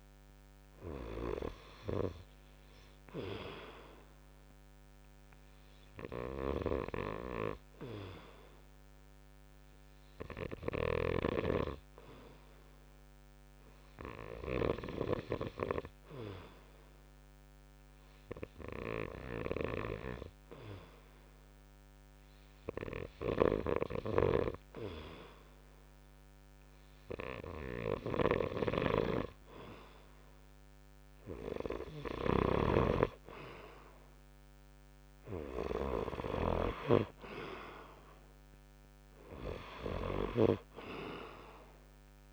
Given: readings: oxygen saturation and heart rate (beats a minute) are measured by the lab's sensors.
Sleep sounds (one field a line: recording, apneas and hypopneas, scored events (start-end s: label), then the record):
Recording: breathing in sleep by a microphone on the trachea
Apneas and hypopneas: 1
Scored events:
0.00-1.50 s: snoring (device-marked)
3.50-25.00 s: obstructive apnea (oxygen 95% before, 92% lowest)
10.50-15.00 s: snoring (device-marked)
23.00-36.50 s: snoring (device-marked)
29.00-33.00 s: arousal
From the record:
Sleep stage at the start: N2 (light sleep)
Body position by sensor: on the right side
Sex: male